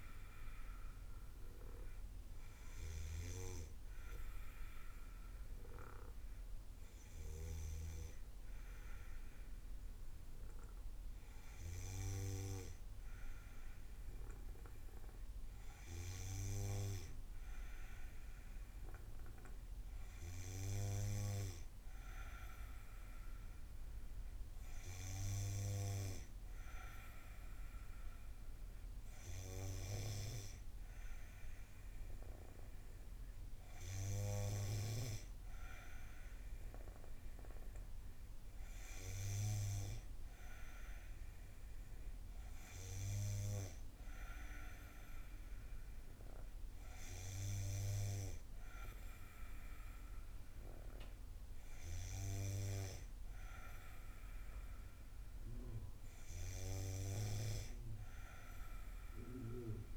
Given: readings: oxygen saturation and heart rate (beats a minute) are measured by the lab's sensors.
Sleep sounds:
breathing in sleep by a room microphone; none
none scored
From the record:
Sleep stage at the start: N2 (light sleep); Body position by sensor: on the back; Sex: female

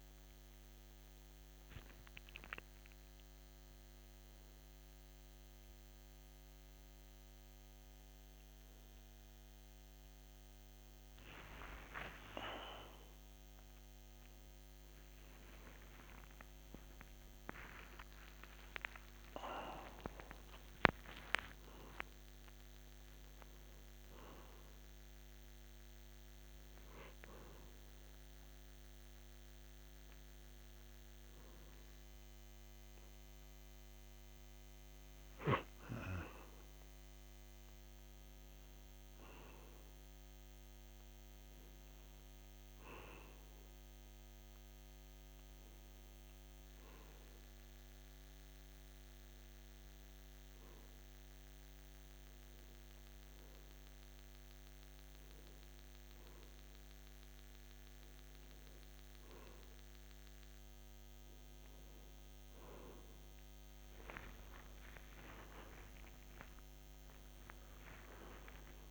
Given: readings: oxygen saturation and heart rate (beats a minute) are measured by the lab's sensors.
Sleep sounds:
a person partly awake in a sleep study, by a microphone on the trachea; 1
0.00-16.00 s: oxygen desaturation (device-marked, oxygen 88% lowest, heart rate 53 extreme)
13.00-19.00 s: tachycardia (device-marked, heart rate 63 before, 119 extreme)
29.00-59.00 s: new sleep stage, N2 (light sleep)
43.50-60.50 s: hypopnea (oxygen 99% before, 91% lowest, heart rate 56 before, 55 extreme, up 1 after)
47.00-68.90 s: oxygen desaturation (device-marked, oxygen 99% before, 93% lowest, heart rate 54 before, 55 extreme)
59.00-68.90 s: new sleep stage, N1 (lightest sleep)
64.00-68.90 s: arousal
From the record:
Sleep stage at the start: awake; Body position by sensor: on the back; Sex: male

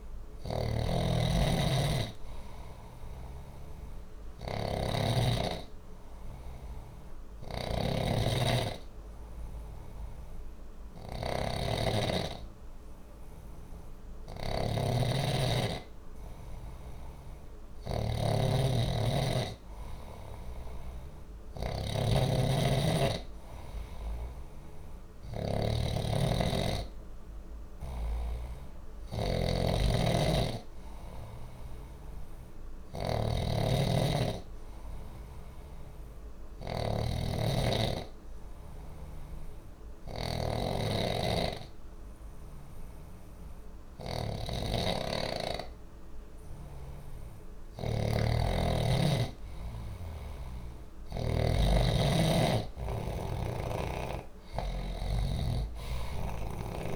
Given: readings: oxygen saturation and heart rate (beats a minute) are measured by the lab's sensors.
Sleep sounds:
breathing in sleep by a room microphone; 1
0.00-51.00 s: snoring (device-marked)
36.00-46.50 s: hypopnea (oxygen 96% before, 92% lowest, heart rate 63 before, 60 extreme, up 1 after)
49.00-52.50 s: arousal
53.00-56.96 s: snoring (device-marked)
From the record:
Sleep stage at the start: N2 (light sleep); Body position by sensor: on the back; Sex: male

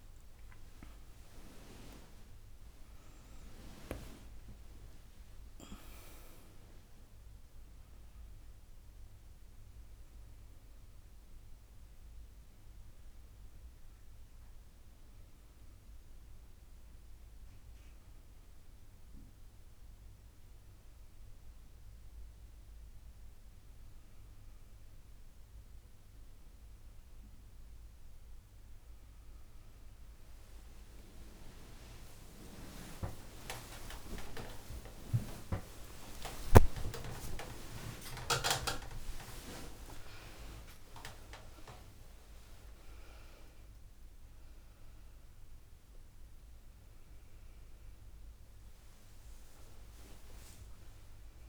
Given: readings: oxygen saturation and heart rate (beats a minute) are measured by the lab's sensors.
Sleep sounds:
a person awake in a sleep study, by a room microphone; none
0.00-8.00 s: tachycardia (device-marked, heart rate 144 extreme)
0.00-11.00 s: drop in pulse transit time (device-marked, heart rate 92 extreme)
5.50-7.50 s: long interval between heartbeats (device-marked, heart rate 94 before, 144 extreme)
27.00-51.49 s: tachycardia (device-marked, heart rate 80 before, 164 extreme)
29.50-31.50 s: long interval between heartbeats (device-marked, heart rate 91 before, 100 extreme)
32.50-34.50 s: long interval between heartbeats (device-marked, heart rate 90 before, 119 extreme)
34.50-36.50 s: long interval between heartbeats (device-marked, heart rate 93 before, 146 extreme)
36.50-38.50 s: long interval between heartbeats (device-marked, heart rate 98 before, 143 extreme)
40.00-45.00 s: drop in pulse transit time (device-marked, heart rate 111 before, 147 extreme)
42.50-44.50 s: long interval between heartbeats (device-marked, heart rate 118 before, 148 extreme)
49.50-51.49 s: long interval between heartbeats (device-marked, heart rate 135 before, 104 extreme)
From the record:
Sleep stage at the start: awake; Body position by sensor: on the right side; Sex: female

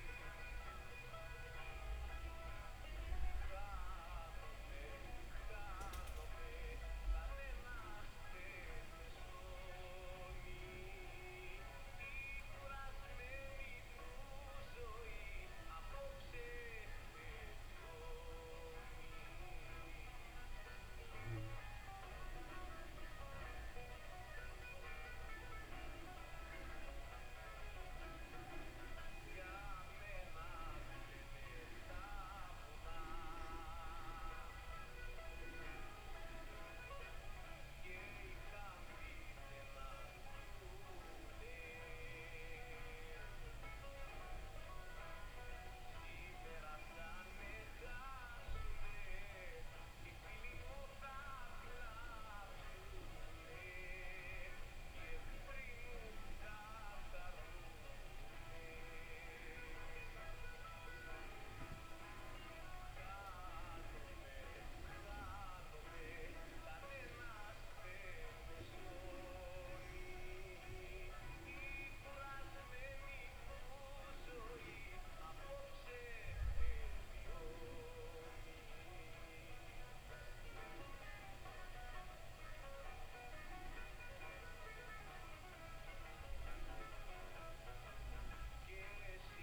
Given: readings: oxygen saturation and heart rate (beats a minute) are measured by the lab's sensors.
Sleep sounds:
breathing in sleep, hard to hear, by a room microphone; 2
0.50-4.00 s: arousal
10.00-23.00 s: hypopnea (oxygen 93% before, 89% lowest)
30.00-33.50 s: arousal
40.00-59.00 s: oxygen desaturation (device-marked, oxygen 93% before, 89% lowest)
46.50-58.00 s: hypopnea (oxygen 93% before, 89% lowest)
59.50-63.50 s: arousal
74.00-89.43 s: oxygen desaturation (device-marked, oxygen 94% before, 89% lowest)
From the record:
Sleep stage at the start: N2 (light sleep); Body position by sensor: on the back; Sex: female

